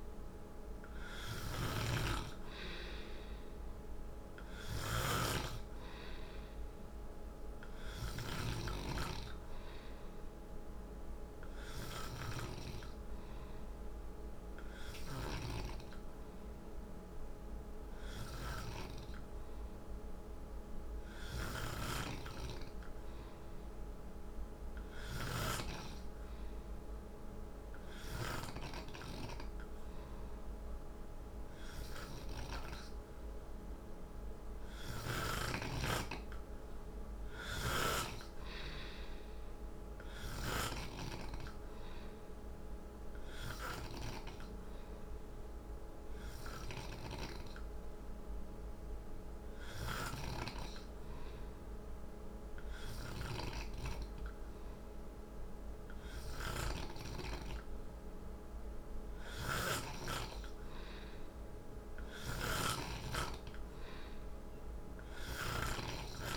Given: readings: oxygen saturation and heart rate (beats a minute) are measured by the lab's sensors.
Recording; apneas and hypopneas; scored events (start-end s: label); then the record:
breathing in sleep by a room microphone; none
0.00-8.00 s: snoring (device-marked)
21.00-25.50 s: snoring (device-marked)
35.00-40.50 s: snoring (device-marked)
56.00-66.37 s: snoring (device-marked)
From the record:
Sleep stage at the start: N2 (light sleep); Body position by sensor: on the back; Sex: male